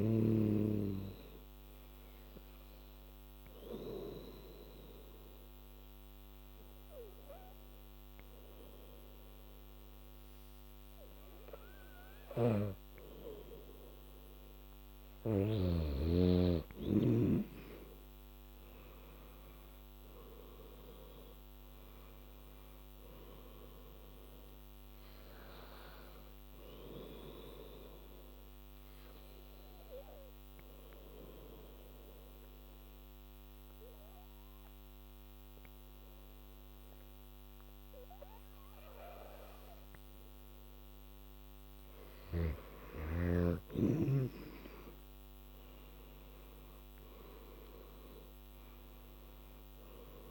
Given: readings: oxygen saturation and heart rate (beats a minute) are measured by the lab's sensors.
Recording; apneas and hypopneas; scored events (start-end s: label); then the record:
breathing in sleep by a microphone on the trachea; 2
0.00-9.00 s: oxygen desaturation (device-marked, oxygen 92% lowest, heart rate 70 extreme)
3.00-15.50 s: obstructive apnea (oxygen 99% before, 89% lowest, heart rate 78 before, 70 extreme, up 16 after)
12.00-15.50 s: snoring (device-marked)
18.00-35.00 s: oxygen desaturation (device-marked, oxygen 97% before, 92% lowest, heart rate 77 before, 76 extreme)
18.50-23.00 s: arousal
27.50-41.50 s: obstructive apnea (heart rate 77 before, 76 extreme, up 6 after)
44.50-48.00 s: arousal
45.00-50.31 s: oxygen desaturation (device-marked, oxygen 98% before, 89% lowest, heart rate 80 before, 65 extreme)
From the record:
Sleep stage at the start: N2 (light sleep); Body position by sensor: on the back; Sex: female